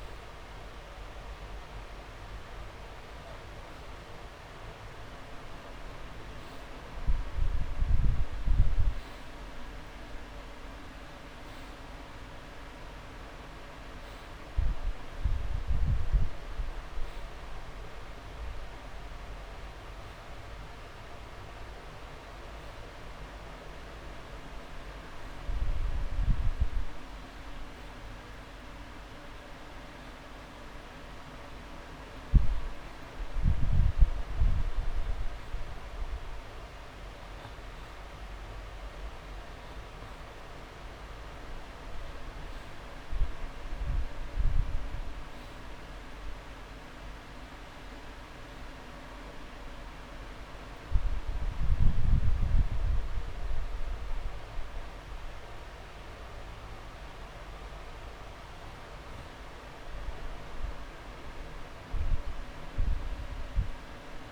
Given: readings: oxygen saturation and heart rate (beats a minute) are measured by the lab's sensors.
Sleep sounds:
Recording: breathing in sleep, hard to hear, by a room microphone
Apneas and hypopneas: none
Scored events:
4.00-6.00 s: long interval between heartbeats (device-marked)
7.50-18.50 s: drop in pulse transit time (device-marked)
48.00-50.00 s: long interval between heartbeats (device-marked)
57.50-63.50 s: drop in pulse transit time (device-marked)
From the record:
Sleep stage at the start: N2 (light sleep)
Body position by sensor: on the back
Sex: male

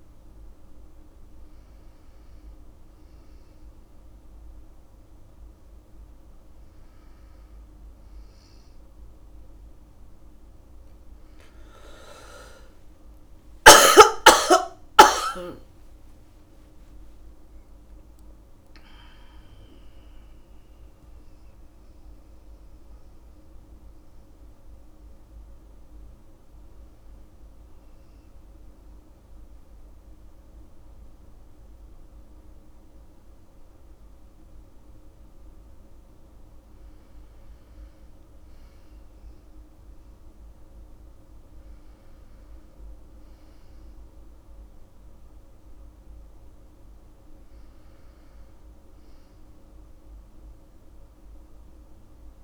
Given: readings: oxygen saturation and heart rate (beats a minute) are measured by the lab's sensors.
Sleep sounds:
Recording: a person awake in a sleep study, by a room microphone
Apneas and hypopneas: none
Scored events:
none scored
From the record:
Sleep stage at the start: awake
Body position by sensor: on the back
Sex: female

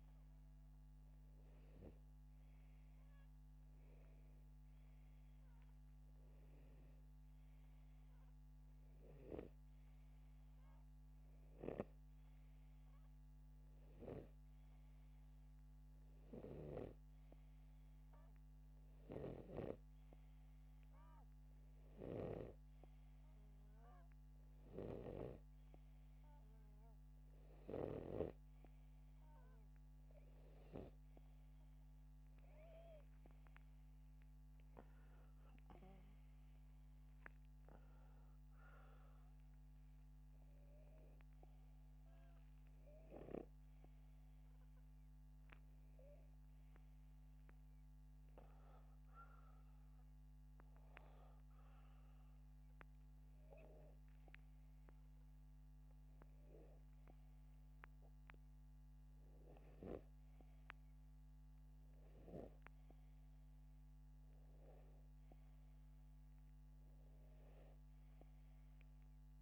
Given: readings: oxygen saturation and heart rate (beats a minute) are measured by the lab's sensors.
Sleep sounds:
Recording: breathing in sleep by a microphone on the trachea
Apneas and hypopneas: none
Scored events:
17.00-26.00 s: snoring (device-marked)
47.00-51.00 s: arousal
From the record:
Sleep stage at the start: N2 (light sleep)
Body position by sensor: upright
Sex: male

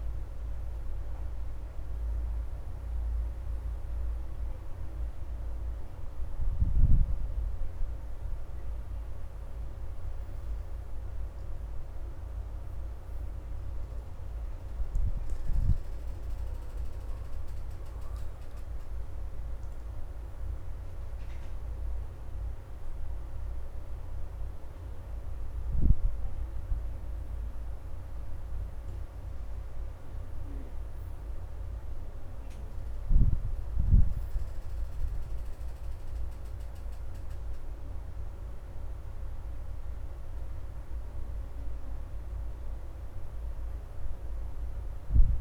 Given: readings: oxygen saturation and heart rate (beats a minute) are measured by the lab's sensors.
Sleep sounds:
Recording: breathing in sleep, hard to hear, by a room microphone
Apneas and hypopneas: none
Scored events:
14.00-32.00 s: oxygen desaturation (device-marked, oxygen 87% before, 83% lowest, heart rate 81 before, 76 extreme)
40.00-45.41 s: oxygen desaturation (device-marked, oxygen 93% before, 87% lowest, heart rate 79 before, 80 extreme)
From the record:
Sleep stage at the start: N1 (lightest sleep)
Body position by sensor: on the back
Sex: female

